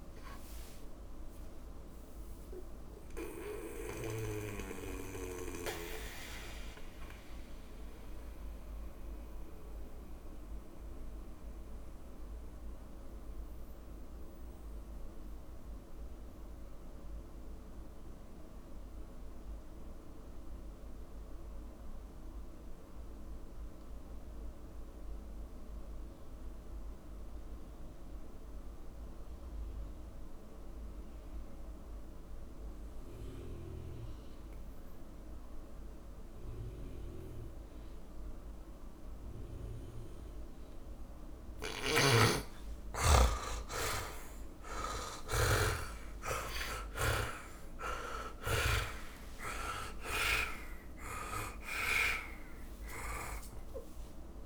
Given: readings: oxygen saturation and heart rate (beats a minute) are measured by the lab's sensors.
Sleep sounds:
breathing in sleep by a room microphone; 1
0.00-3.00 s: tachycardia (device-marked, heart rate 165 extreme)
0.00-24.00 s: oxygen desaturation (device-marked, oxygen 76% lowest, heart rate 49 extreme)
5.50-41.00 s: mixed apnea (oxygen 100% before, 76% lowest, heart rate 88 before, 50 extreme, up 30 after)
34.00-53.00 s: oxygen desaturation (device-marked, oxygen 100% before, 83% lowest, heart rate 59 before, 50 extreme)
41.50-49.00 s: snoring (device-marked)
43.00-49.50 s: arousal
48.00-54.46 s: tachycardia (device-marked, heart rate 66 before, 188 extreme)
From the record:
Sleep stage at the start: N2 (light sleep); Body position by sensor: on the back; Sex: male

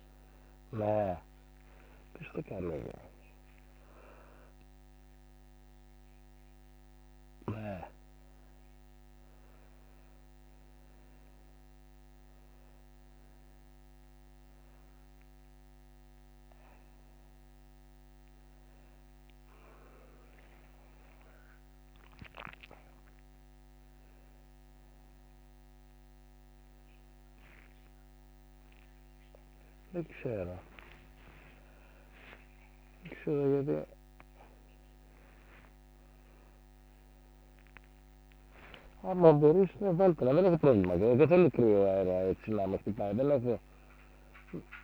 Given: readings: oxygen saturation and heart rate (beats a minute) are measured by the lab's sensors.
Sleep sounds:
a person awake in a sleep study, by a microphone on the trachea; none
0.00-2.50 s: snoring (device-marked)
0.00-6.50 s: oxygen desaturation (device-marked, oxygen 91% lowest, heart rate 39 extreme)
30.00-42.50 s: snoring (device-marked)
From the record:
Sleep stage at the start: awake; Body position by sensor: on the back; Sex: male

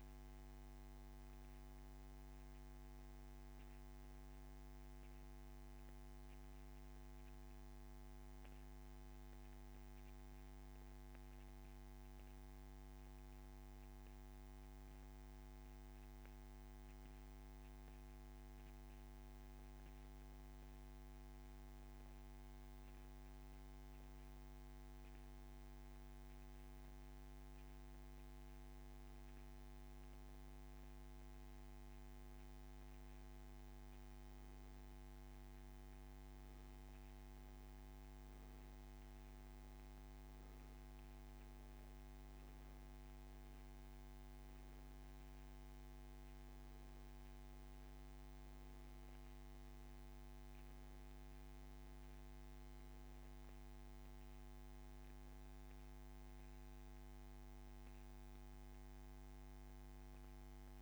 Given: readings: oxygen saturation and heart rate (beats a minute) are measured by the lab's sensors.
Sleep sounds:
breathing in sleep, hard to hear, by a microphone on the trachea; 1
0.00-22.00 s: oxygen desaturation (device-marked, oxygen 92% lowest)
5.00-27.00 s: obstructive apnea (oxygen 98% before, 91% lowest)
28.50-32.50 s: arousal
51.00-60.82 s: oxygen desaturation (device-marked, oxygen 96% before, 91% lowest)
From the record:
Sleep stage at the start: N2 (light sleep); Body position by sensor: on the back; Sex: male

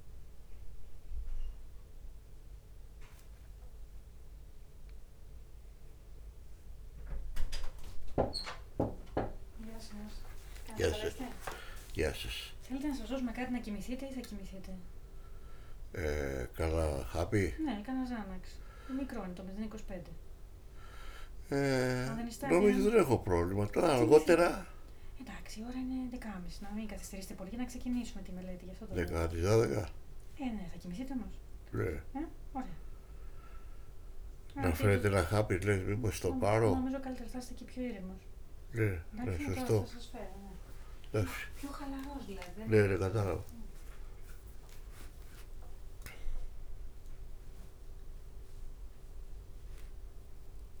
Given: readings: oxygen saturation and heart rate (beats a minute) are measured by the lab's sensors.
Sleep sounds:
a person awake in a sleep study, by a room microphone; none
0.00-4.50 s: leg movement (device-marked)
6.50-15.00 s: leg movement (device-marked)
9.50-16.50 s: tachycardia (device-marked, heart rate 75 before, 147 extreme)
12.50-14.50 s: long interval between heartbeats (device-marked, heart rate 69 before, 127 extreme)
12.50-24.50 s: drop in pulse transit time (device-marked, heart rate 69 before, 68 extreme)
17.00-22.50 s: snoring (device-marked)
17.00-26.50 s: leg movement (device-marked)
24.50-44.00 s: snoring (device-marked)
28.50-30.50 s: leg movement (device-marked)
35.50-37.50 s: long interval between heartbeats (device-marked, heart rate 80 before, 75 extreme)
40.50-45.50 s: tachycardia (device-marked, heart rate 75 before, 104 extreme)
41.50-44.00 s: leg movement (device-marked)
42.00-44.00 s: long interval between heartbeats (device-marked, heart rate 69 before, 83 extreme)
45.50-47.50 s: long interval between heartbeats (device-marked, heart rate 75 before, 115 extreme)
46.50-50.50 s: leg movement (device-marked)
From the record:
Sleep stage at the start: awake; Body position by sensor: on the back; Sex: male

